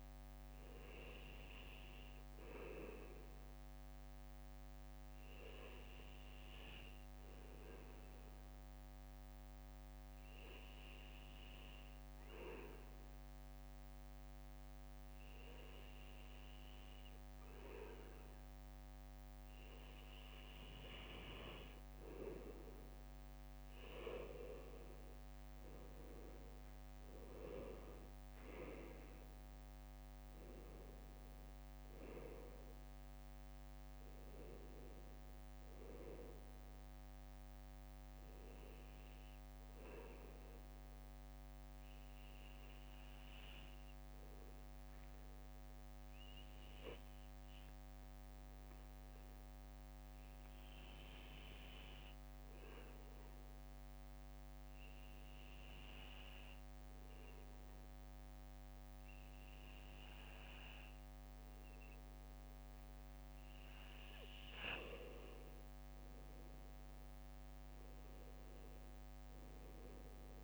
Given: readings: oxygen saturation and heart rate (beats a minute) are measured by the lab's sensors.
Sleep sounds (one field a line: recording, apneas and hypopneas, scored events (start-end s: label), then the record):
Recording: breathing in sleep by a microphone on the trachea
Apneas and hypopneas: 2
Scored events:
0.00-1.50 s: arousal
0.00-18.50 s: bradycardia (device-marked, heart rate 56 extreme)
3.00-18.00 s: obstructive apnea (oxygen 98% before, 97% lowest, heart rate 58 before, 56 extreme, up 4 after)
20.50-23.50 s: arousal
31.50-46.50 s: bradycardia (device-marked, heart rate 59 before, 57 extreme)
40.00-62.50 s: obstructive apnea (oxygen 99% before, 96% lowest, heart rate 60 before, 55 extreme, up 2 after)
55.50-65.50 s: bradycardia (device-marked, heart rate 59 before, 58 extreme)
69.00-70.44 s: arousal
From the record:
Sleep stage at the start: N2 (light sleep)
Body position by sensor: on the back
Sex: male